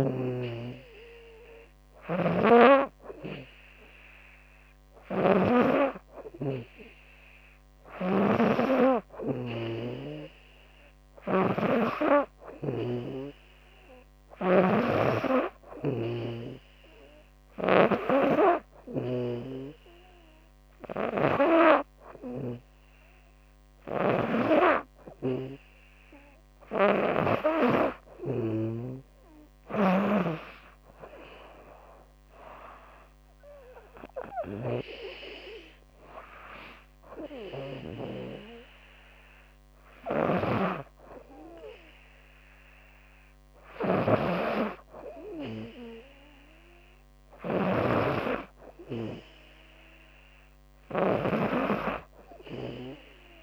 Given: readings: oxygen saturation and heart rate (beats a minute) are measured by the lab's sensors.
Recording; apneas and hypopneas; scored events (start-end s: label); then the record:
breathing in sleep by a microphone on the trachea; none
0.00-24.00 s: snoring (device-marked)
26.00-53.43 s: snoring (device-marked)
From the record:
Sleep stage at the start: N2 (light sleep); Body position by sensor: on the back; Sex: female